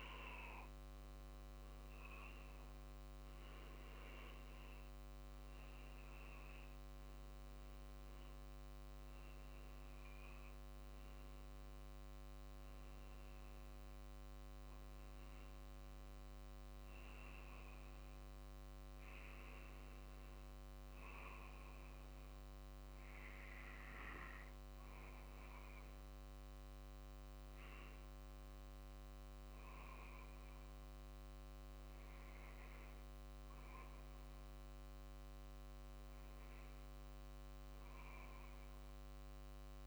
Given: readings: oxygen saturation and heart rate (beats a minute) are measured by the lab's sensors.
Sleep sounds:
breathing in sleep, hard to hear, by a microphone on the trachea; none
38.50-39.87 s: arousal
From the record:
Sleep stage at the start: N2 (light sleep); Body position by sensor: on the back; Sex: male

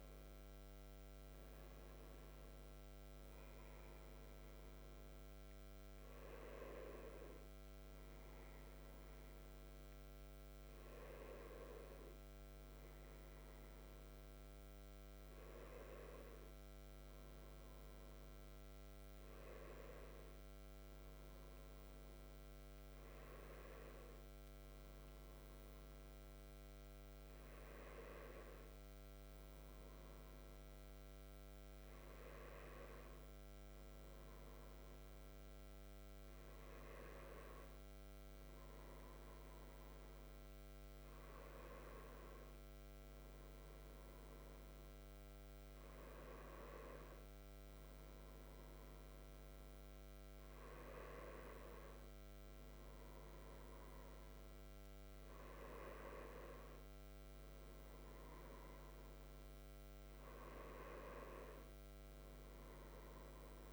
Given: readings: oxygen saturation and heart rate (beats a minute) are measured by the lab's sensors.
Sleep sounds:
a person awake in a sleep study, by a microphone on the trachea; none
none scored
From the record:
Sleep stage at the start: awake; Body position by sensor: on the right side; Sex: male

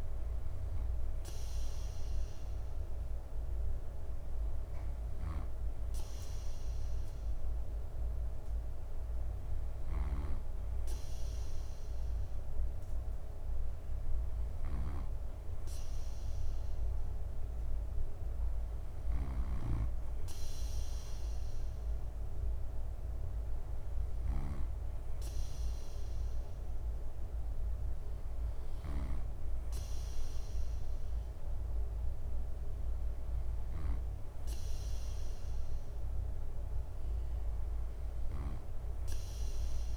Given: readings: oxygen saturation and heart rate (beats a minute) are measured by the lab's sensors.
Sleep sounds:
breathing in sleep, hard to hear, by a room microphone; none
0.00-13.00 s: drop in pulse transit time (device-marked, heart rate 65 before, 65 extreme)
4.50-38.00 s: snoring (device-marked)
From the record:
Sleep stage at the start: N2 (light sleep); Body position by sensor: on the right side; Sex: male

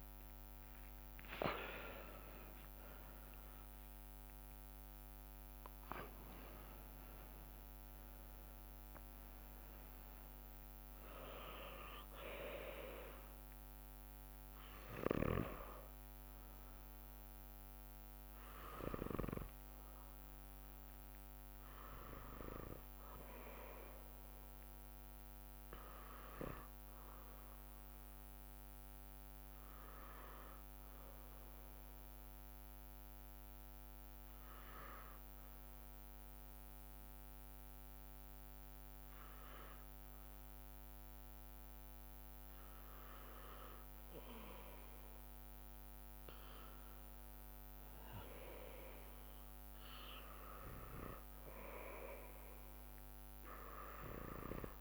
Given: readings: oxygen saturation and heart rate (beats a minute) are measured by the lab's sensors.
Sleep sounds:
breathing in sleep by a microphone on the trachea; 1
6.00-24.00 s: oxygen desaturation (device-marked, oxygen 92% before, 86% lowest)
27.50-41.00 s: obstructive apnea (oxygen 100% before, 93% lowest)
43.50-48.50 s: arousal
49.00-54.81 s: oxygen desaturation (device-marked, oxygen 99% before, 94% lowest)
From the record:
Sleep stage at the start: N2 (light sleep); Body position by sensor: on the back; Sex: male

